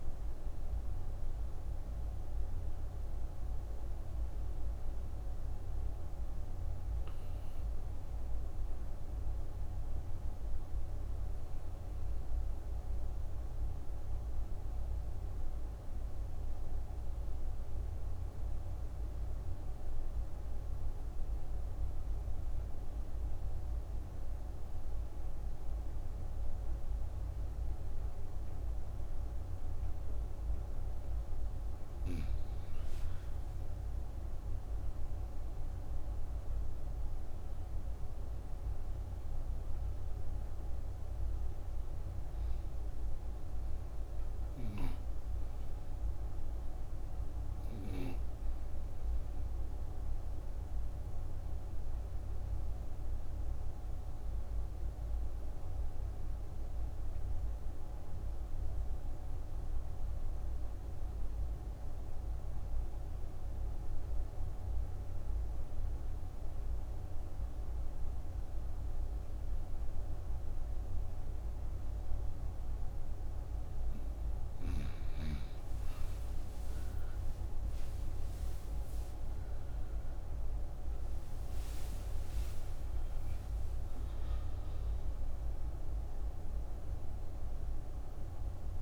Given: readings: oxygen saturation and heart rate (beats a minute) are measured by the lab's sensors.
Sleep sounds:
breathing in sleep, hard to hear, by a room microphone; 2
0.00-22.00 s: oxygen desaturation (device-marked, oxygen 89% lowest)
8.00-31.50 s: obstructive apnea (oxygen 98% before, 89% lowest)
33.00-38.00 s: arousal
36.00-60.00 s: oxygen desaturation (device-marked, oxygen 99% before, 90% lowest)
48.00-74.00 s: obstructive apnea (oxygen 99% before, 88% lowest)
71.00-88.82 s: oxygen desaturation (device-marked, oxygen 98% before, 90% lowest)
76.00-83.00 s: arousal
From the record:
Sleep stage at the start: N2 (light sleep); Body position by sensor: on the right side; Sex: female

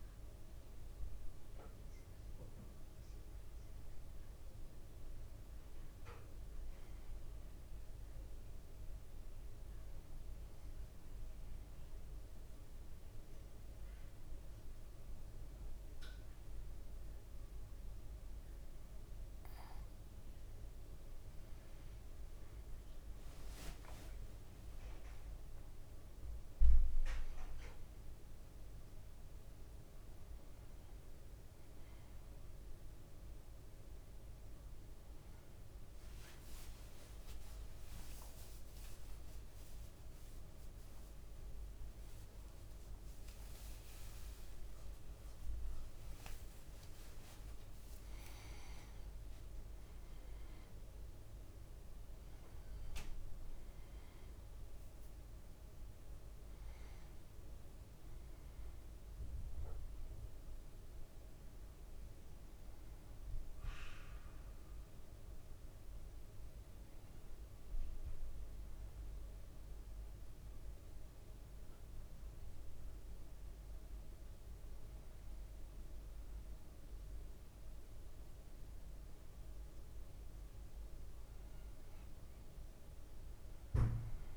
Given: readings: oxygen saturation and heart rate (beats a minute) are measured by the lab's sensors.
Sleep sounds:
a person partly awake in a sleep study, hard to hear, by a room microphone; none
21.50-51.50 s: new sleep stage, awake
23.00-25.00 s: leg movement (device-marked)
36.50-40.50 s: leg movement (device-marked)
43.00-49.00 s: leg movement (device-marked)
51.50-84.37 s: new sleep stage, N2 (light sleep)
From the record:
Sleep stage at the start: N1 (lightest sleep); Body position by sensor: on the back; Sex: male

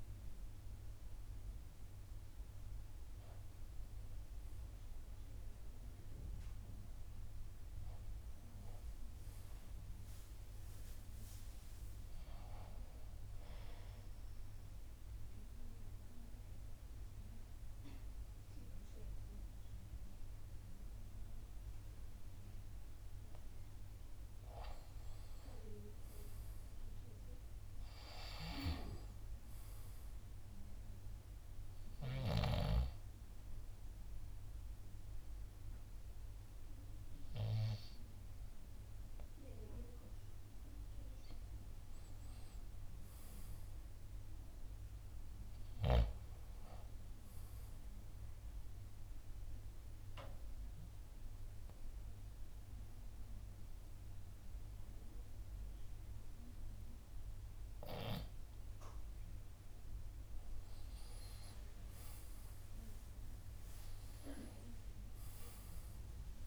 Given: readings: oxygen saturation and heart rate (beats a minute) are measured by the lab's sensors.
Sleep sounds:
a person partly awake in a sleep study, by a room microphone; 3
1.00-31.00 s: new sleep stage, N1 (lightest sleep)
14.00-24.00 s: obstructive apnea (oxygen 95% before, 87% lowest)
16.00-23.00 s: drop in pulse transit time (device-marked)
26.00-29.50 s: arousal
31.00-66.47 s: new sleep stage, N2 (light sleep)
31.50-41.50 s: obstructive apnea (oxygen 95% before, 87% lowest)
34.00-49.00 s: oxygen desaturation (device-marked, oxygen 93% before, 87% lowest)
42.50-46.00 s: arousal
49.50-59.50 s: obstructive apnea (oxygen 94% before, 88% lowest)
56.00-64.00 s: oxygen desaturation (device-marked, oxygen 95% before, 89% lowest)
61.00-66.47 s: arousal
62.00-65.00 s: drop in pulse transit time (device-marked)
From the record:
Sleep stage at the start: awake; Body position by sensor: on the left side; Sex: male

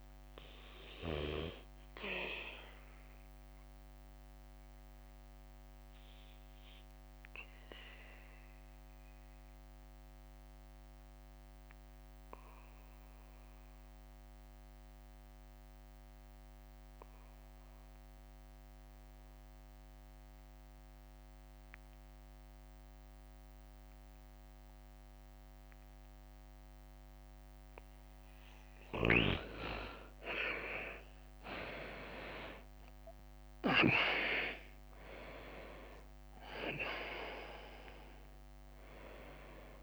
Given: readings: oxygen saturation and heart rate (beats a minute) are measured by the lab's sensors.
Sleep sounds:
breathing in sleep by a microphone on the trachea; 1
0.00-19.50 s: oxygen desaturation (device-marked, oxygen 91% lowest, heart rate 48 extreme)
4.00-28.50 s: mixed apnea (oxygen 98% before, 88% lowest, heart rate 62 before, 48 extreme, up 25 after)
6.50-30.50 s: bradycardia (device-marked, heart rate 60 before, 48 extreme)
31.00-34.50 s: arousal
33.50-36.00 s: leg movement (device-marked)
35.50-39.83 s: drop in pulse transit time (device-marked, heart rate 54 before, 72 extreme)
38.00-39.00 s: leg movement (device-marked)
From the record:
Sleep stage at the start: N2 (light sleep); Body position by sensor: on the right side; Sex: male

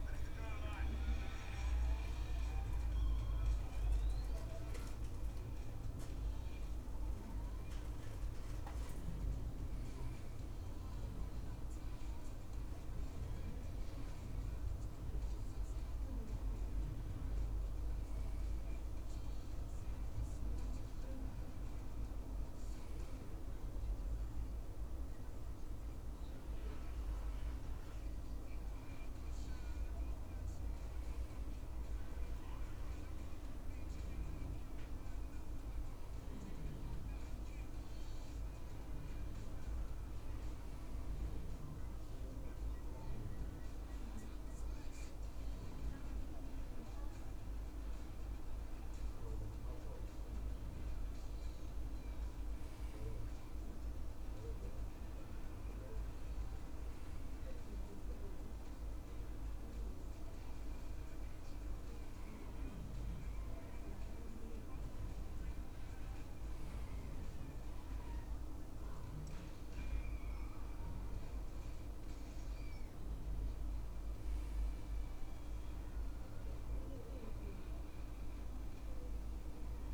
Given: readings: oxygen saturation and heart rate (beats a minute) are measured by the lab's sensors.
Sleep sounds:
a person partly awake in a sleep study, hard to hear, by a room microphone; none
8.00-79.94 s: new sleep stage, N2 (light sleep)
From the record:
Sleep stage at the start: awake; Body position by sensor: on the back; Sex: male

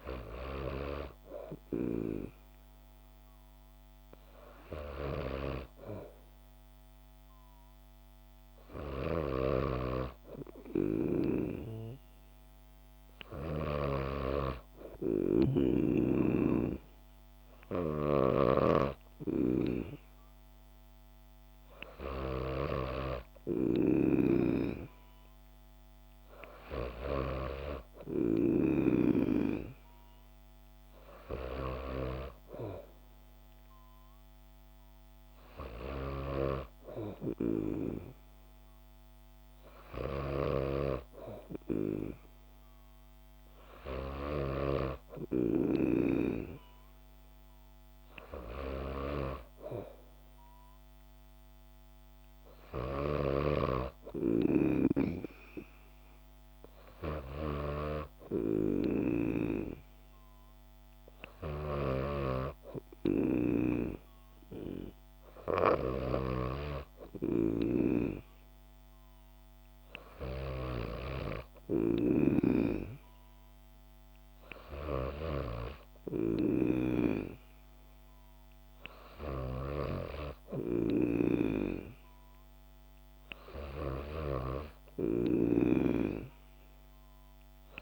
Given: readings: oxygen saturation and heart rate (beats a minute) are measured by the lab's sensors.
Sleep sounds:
breathing in sleep by a microphone on the trachea; none
9.00-14.00 s: snoring (device-marked)
18.50-29.00 s: snoring (device-marked)
40.50-46.00 s: snoring (device-marked)
53.50-59.50 s: snoring (device-marked)
61.50-72.50 s: snoring (device-marked)
79.50-87.82 s: snoring (device-marked)
From the record:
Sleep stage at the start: N2 (light sleep); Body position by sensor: on the back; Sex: female

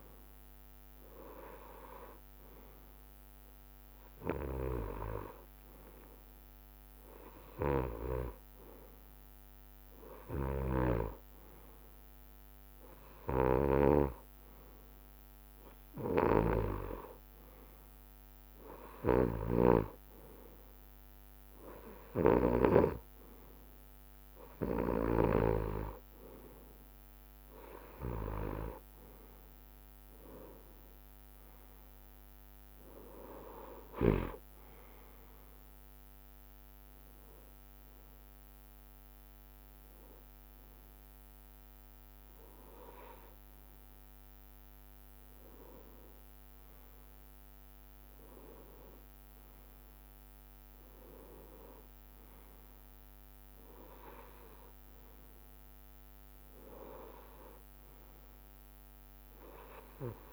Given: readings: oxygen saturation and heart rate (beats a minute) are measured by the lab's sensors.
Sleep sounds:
breathing in sleep by a microphone on the trachea; none
34.00-45.00 s: drop in pulse transit time (device-marked, heart rate 69 before, 65 extreme)
45.50-49.50 s: arousal
From the record:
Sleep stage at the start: N2 (light sleep); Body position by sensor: on the right side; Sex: male

